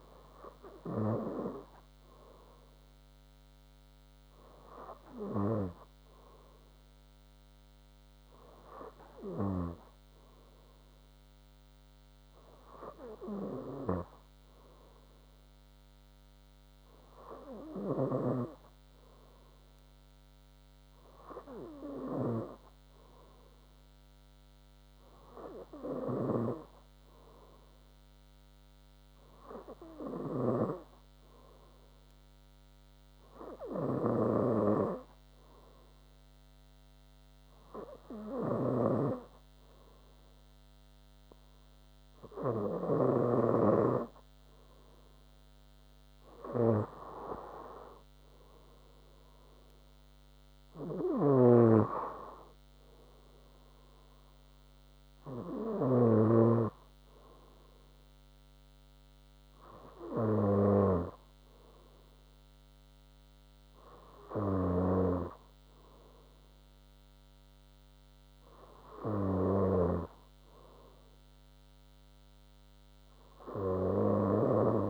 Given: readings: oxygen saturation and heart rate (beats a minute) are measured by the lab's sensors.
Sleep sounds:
breathing in sleep by a microphone on the trachea; none
51.50-56.50 s: snoring (device-marked)
From the record:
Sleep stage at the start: N2 (light sleep); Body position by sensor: on the front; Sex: female

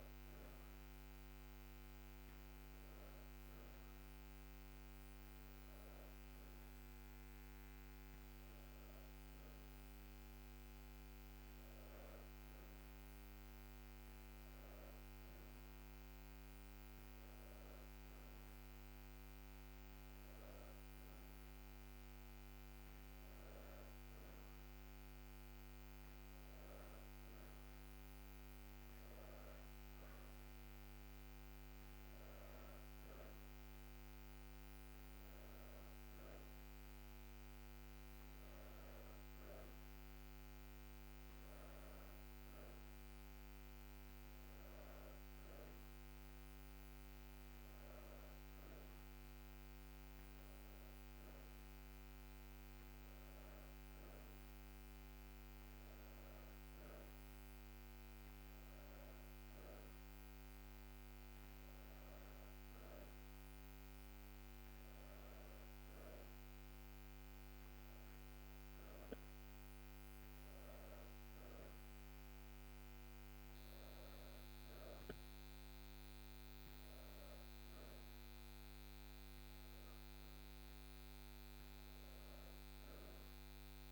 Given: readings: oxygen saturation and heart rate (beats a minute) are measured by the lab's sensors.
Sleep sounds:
breathing in sleep, hard to hear, by a microphone on the trachea; none
none scored
From the record:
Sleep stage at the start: N2 (light sleep); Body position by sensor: on the back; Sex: female

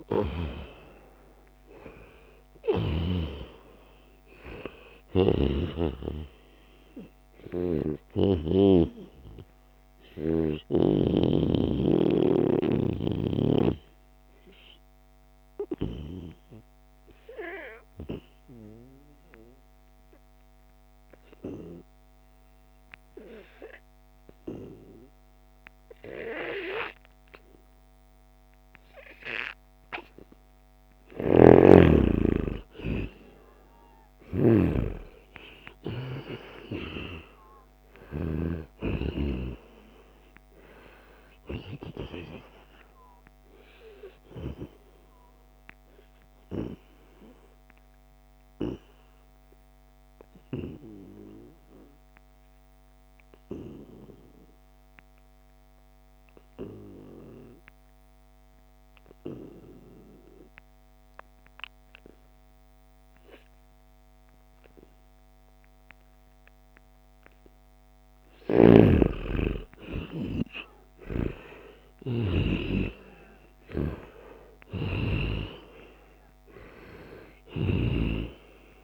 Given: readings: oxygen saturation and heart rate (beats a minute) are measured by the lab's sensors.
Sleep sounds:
breathing in sleep by a microphone on the trachea; 2
0.00-1.50 s: arousal
1.00-13.00 s: oxygen desaturation (device-marked, oxygen 94% before, 91% lowest, heart rate 78 before, 73 extreme)
5.00-11.00 s: snoring (device-marked)
11.50-30.50 s: obstructive apnea (oxygen 96% before, 89% lowest, heart rate 81 before, 73 extreme, up 2 after)
31.00-38.50 s: snoring (device-marked)
32.50-37.50 s: arousal
33.00-56.00 s: oxygen desaturation (device-marked, oxygen 96% before, 90% lowest, heart rate 78 before, 72 extreme)
45.00-67.50 s: obstructive apnea (oxygen 96% before, 89% lowest, heart rate 77 before, 72 extreme, up 10 after)
62.00-64.00 s: long interval between heartbeats (device-marked, heart rate 80 before, 83 extreme)
68.00-78.00 s: snoring (device-marked)
69.50-74.00 s: arousal
70.50-72.50 s: long interval between heartbeats (device-marked, heart rate 78 before, 81 extreme)
72.00-78.84 s: oxygen desaturation (device-marked, oxygen 97% before, 89% lowest, heart rate 78 before, 69 extreme)
From the record:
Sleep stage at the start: N2 (light sleep); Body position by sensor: on the back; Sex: male

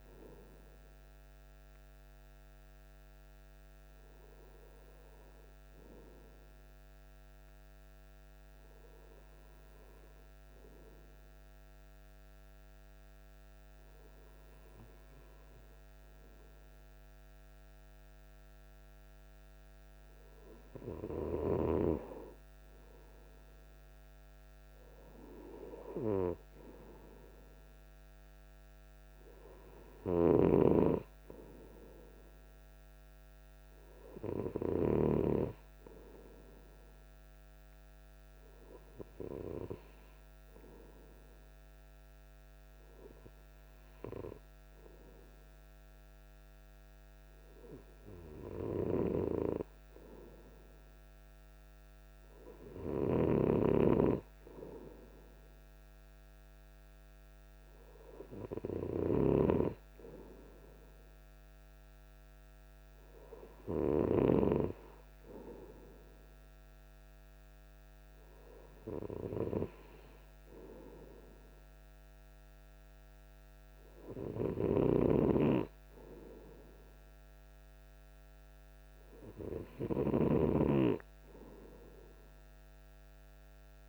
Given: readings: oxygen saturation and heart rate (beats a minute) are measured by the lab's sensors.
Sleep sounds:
breathing in sleep by a microphone on the trachea; 2
3.00-22.00 s: hypopnea (oxygen 98% before, 97% lowest, heart rate 56 before, 49 extreme, up 5 after)
23.00-27.50 s: arousal
40.50-52.00 s: hypopnea (oxygen 99% before, 97% lowest, heart rate 53 before, 49 extreme, up 1 after)
52.50-56.50 s: arousal
82.50-83.89 s: new sleep stage, awake
From the record:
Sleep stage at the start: N2 (light sleep); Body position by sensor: on the right side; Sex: male

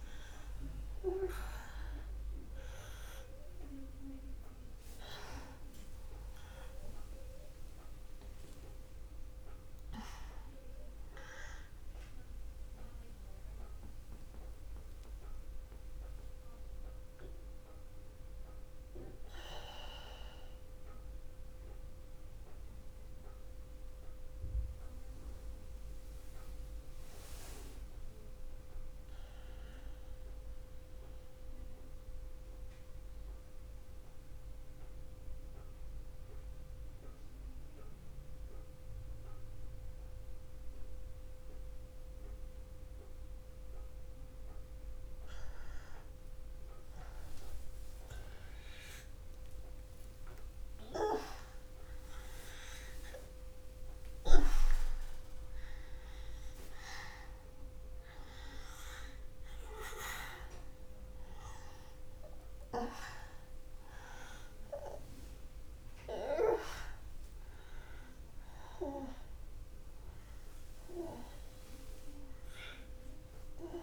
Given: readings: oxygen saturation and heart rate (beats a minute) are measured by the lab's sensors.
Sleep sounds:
breathing in sleep by a room microphone; 1
0.00-30.00 s: oxygen desaturation (device-marked, oxygen 87% lowest, heart rate 61 extreme)
17.50-22.00 s: arousal
24.00-47.00 s: mixed apnea (oxygen 96% before, 87% lowest, heart rate 62 before, 62 extreme, up 0 after)
49.00-54.50 s: arousal
55.00-73.83 s: oxygen desaturation (device-marked, oxygen 96% before, 87% lowest, heart rate 62 before, 63 extreme)
From the record:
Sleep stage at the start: N2 (light sleep); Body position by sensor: on the back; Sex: male

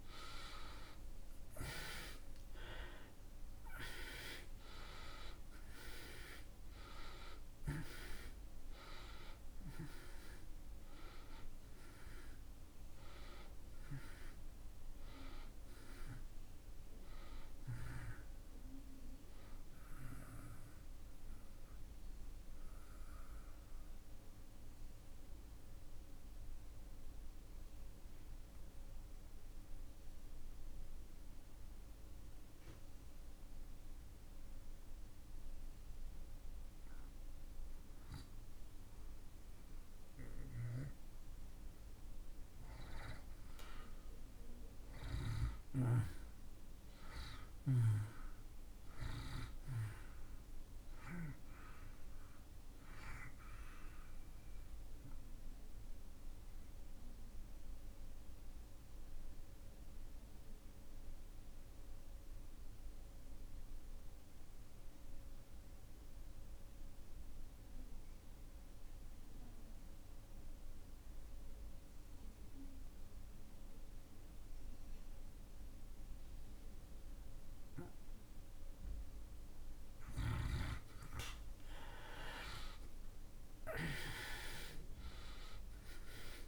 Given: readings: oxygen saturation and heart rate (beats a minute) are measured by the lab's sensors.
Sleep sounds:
breathing in sleep by a room microphone; 2
0.00-4.00 s: arousal
0.00-13.00 s: oxygen desaturation (device-marked, oxygen 70% lowest)
15.00-35.00 s: oxygen desaturation (device-marked, oxygen 74% before, 63% lowest)
23.00-36.50 s: mixed apnea (oxygen 80% before, 63% lowest)
40.00-45.50 s: arousal
40.00-86.48 s: new sleep stage, REM sleep
47.00-78.00 s: oxygen desaturation (device-marked, oxygen 97% before, 81% lowest)
56.50-77.50 s: obstructive apnea (oxygen 97% before, 68% lowest)
81.50-86.48 s: arousal
85.00-86.48 s: oxygen desaturation (device-marked, oxygen 91% before, 68% lowest)
From the record:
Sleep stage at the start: N2 (light sleep); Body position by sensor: on the back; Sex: male

